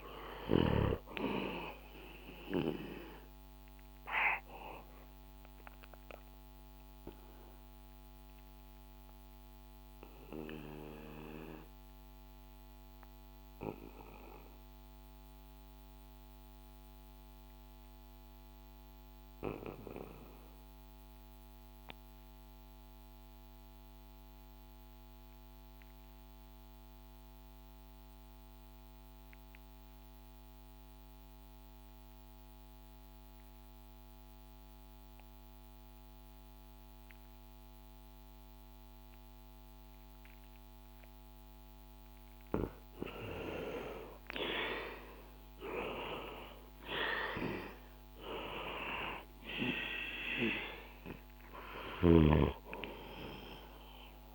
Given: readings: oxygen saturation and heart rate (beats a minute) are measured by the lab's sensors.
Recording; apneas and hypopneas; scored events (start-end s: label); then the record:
breathing in sleep by a microphone on the trachea; 1
5.00-42.00 s: mixed apnea (oxygen 97% before, 86% lowest, heart rate 64 before, 58 extreme, up 12 after)
11.00-22.00 s: oxygen desaturation (device-marked, oxygen 94% before, 91% lowest, heart rate 66 before, 60 extreme)
32.00-54.35 s: oxygen desaturation (device-marked, oxygen 98% before, 86% lowest, heart rate 62 before, 58 extreme)
44.50-48.50 s: arousal
From the record:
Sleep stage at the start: N2 (light sleep); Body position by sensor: on the back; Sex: male